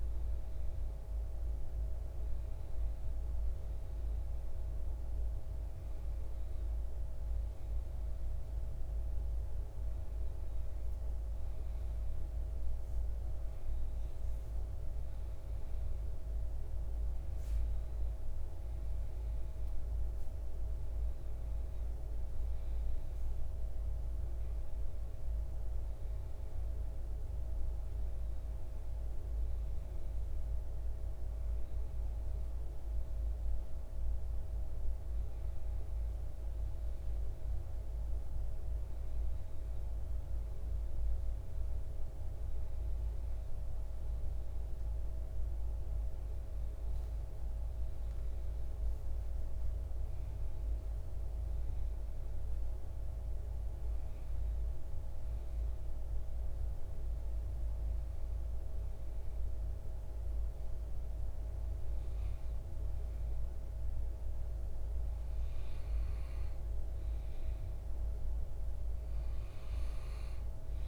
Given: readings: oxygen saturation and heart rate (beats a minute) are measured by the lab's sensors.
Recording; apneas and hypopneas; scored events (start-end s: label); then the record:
breathing in sleep, hard to hear, by a room microphone; 1
0.00-6.00 s: oxygen desaturation (device-marked, oxygen 90% lowest, heart rate 59 extreme)
55.50-65.50 s: hypopnea (oxygen 93% before, 89% lowest, heart rate 61 before, 59 extreme, up 4 after)
60.00-70.88 s: new sleep stage, N2 (light sleep)
68.00-70.88 s: arousal
From the record:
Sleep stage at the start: N1 (lightest sleep); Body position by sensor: on the back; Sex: male